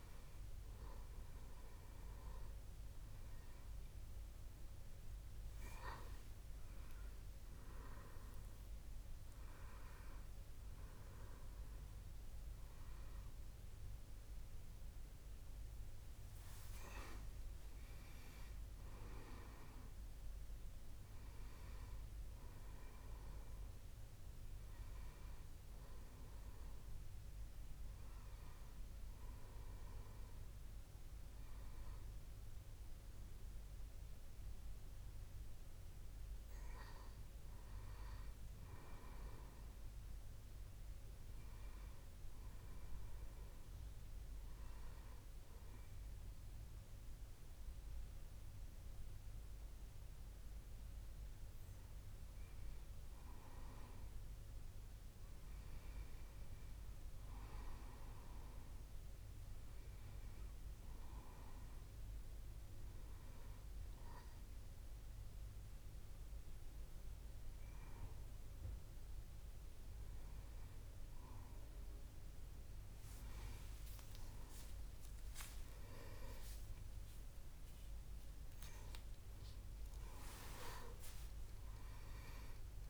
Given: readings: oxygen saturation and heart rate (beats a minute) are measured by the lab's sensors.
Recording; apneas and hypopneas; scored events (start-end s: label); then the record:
breathing in sleep by a room microphone; 1
53.00-57.00 s: arousal
62.00-72.50 s: hypopnea (oxygen 97% before, 94% lowest, heart rate 72 before, 68 extreme, up 17 after)
66.00-82.90 s: new sleep stage, awake
79.00-81.00 s: long interval between heartbeats (device-marked, heart rate 72 before, 85 extreme)
From the record:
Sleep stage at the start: N1 (lightest sleep); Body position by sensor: on the back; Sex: male